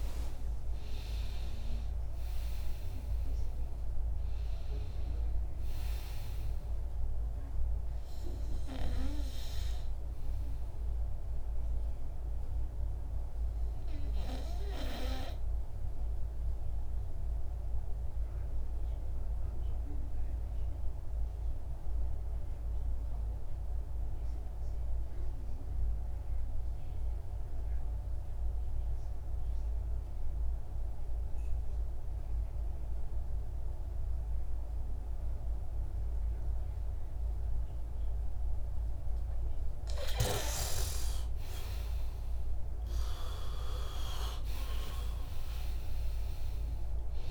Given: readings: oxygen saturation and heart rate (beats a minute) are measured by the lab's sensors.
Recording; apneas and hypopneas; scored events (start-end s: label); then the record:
breathing in sleep by a room microphone; 1
12.00-39.00 s: obstructive apnea (oxygen 97% before, 89% lowest, heart rate 73 before, 59 extreme, up 22 after)
33.00-47.31 s: oxygen desaturation (device-marked, oxygen 99% before, 89% lowest, heart rate 66 before, 59 extreme)
42.00-46.50 s: arousal
From the record:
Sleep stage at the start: N2 (light sleep); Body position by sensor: on the back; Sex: male